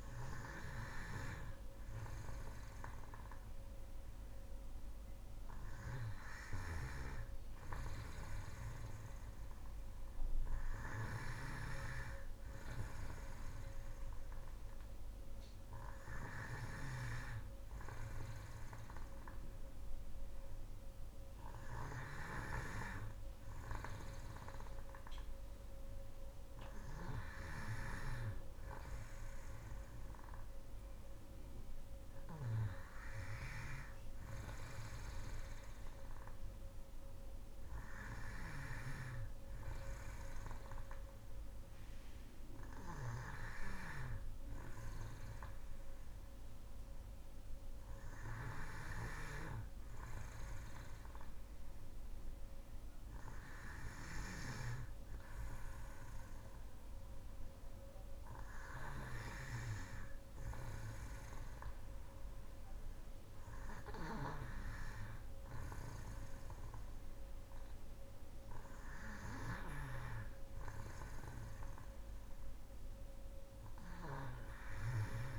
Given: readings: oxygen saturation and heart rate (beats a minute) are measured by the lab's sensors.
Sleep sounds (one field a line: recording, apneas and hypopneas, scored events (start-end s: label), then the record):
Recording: breathing in sleep by a room microphone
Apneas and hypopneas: none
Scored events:
none scored
From the record:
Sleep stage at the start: N2 (light sleep)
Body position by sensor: on the back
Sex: female